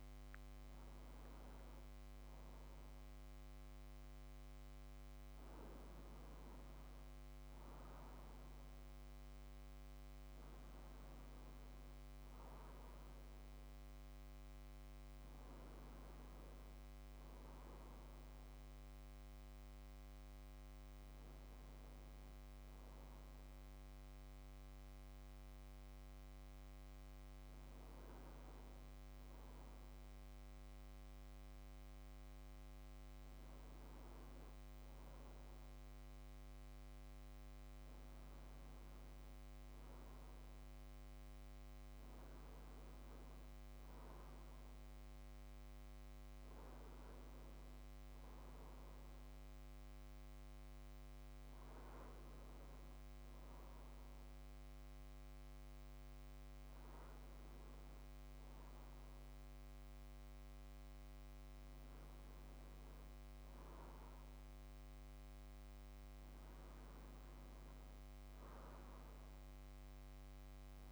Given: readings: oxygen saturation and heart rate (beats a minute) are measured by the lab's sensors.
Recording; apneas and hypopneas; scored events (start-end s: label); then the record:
a person awake in a sleep study, hard to hear, by a microphone on the trachea; none
none scored
From the record:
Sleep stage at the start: awake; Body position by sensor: on the back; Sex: male